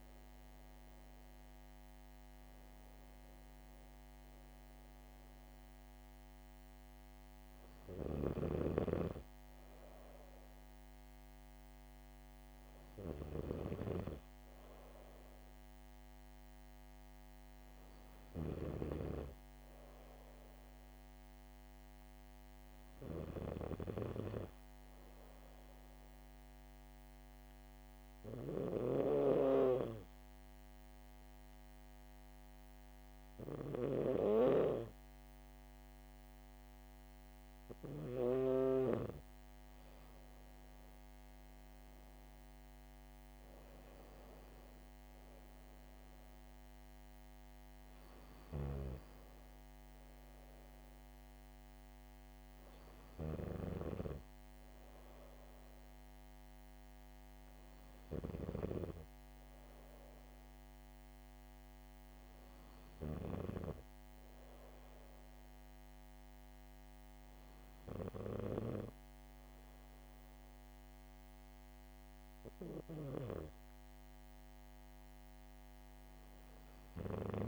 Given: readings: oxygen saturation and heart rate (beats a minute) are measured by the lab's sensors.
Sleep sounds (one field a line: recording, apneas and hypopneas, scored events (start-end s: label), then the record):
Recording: breathing in sleep by a microphone on the trachea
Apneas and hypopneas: 1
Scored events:
0.00-21.50 s: oxygen desaturation (device-marked, oxygen 94% lowest, heart rate 65 extreme)
24.00-39.50 s: hypopnea (oxygen 98% before, 95% lowest, heart rate 67 before, 66 extreme, up 4 after)
43.50-47.00 s: arousal
From the record:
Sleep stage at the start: N2 (light sleep)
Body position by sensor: on the back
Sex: female